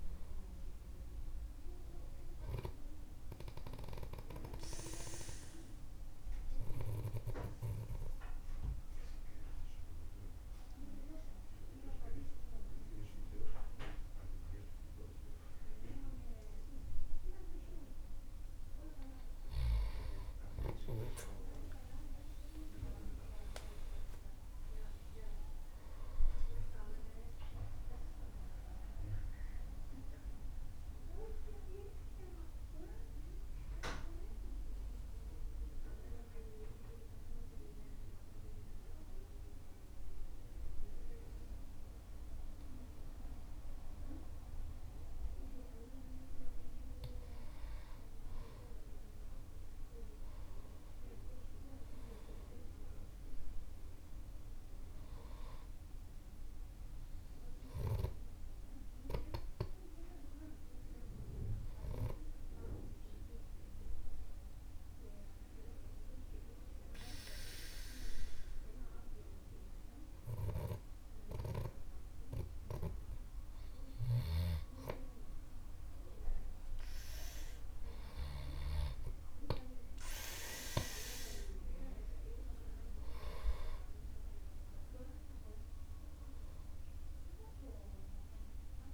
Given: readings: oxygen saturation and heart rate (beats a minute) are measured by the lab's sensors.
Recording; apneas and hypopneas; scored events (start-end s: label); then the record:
breathing in sleep by a room microphone; 3
0.00-18.50 s: oxygen desaturation (device-marked, oxygen 92% lowest, heart rate 45 extreme)
4.00-18.50 s: mixed apnea (oxygen 97% before, 92% lowest, heart rate 61 before, 45 extreme)
23.00-28.00 s: arousal
36.50-47.50 s: mixed apnea (oxygen 98% before, 95% lowest, heart rate 75 before, 49 extreme, up 16 after)
50.00-53.50 s: arousal
55.50-59.50 s: oxygen desaturation (device-marked, oxygen 98% before, 95% lowest, heart rate 55 before, 49 extreme)
59.50-76.50 s: hypopnea (oxygen 98% before, 95% lowest, heart rate 56 before, 49 extreme, up 30 after)
80.50-86.50 s: oxygen desaturation (device-marked, oxygen 98% before, 95% lowest, heart rate 52 before, 49 extreme)
84.50-88.50 s: arousal
From the record:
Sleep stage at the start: N2 (light sleep); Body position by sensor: on the back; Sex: male